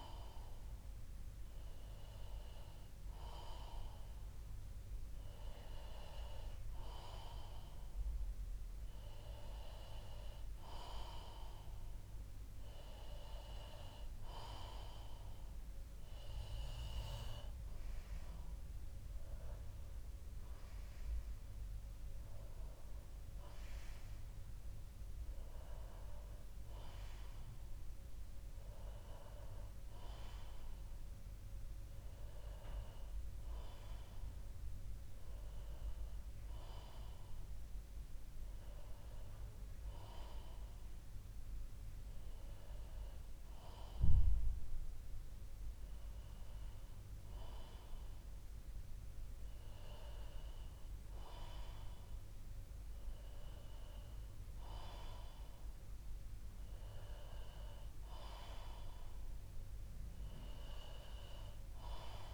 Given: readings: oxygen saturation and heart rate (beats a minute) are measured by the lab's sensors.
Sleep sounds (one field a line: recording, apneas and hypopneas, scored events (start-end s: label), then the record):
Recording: breathing in sleep by a room microphone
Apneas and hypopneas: none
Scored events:
none scored
From the record:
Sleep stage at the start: N2 (light sleep)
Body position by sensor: on the back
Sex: male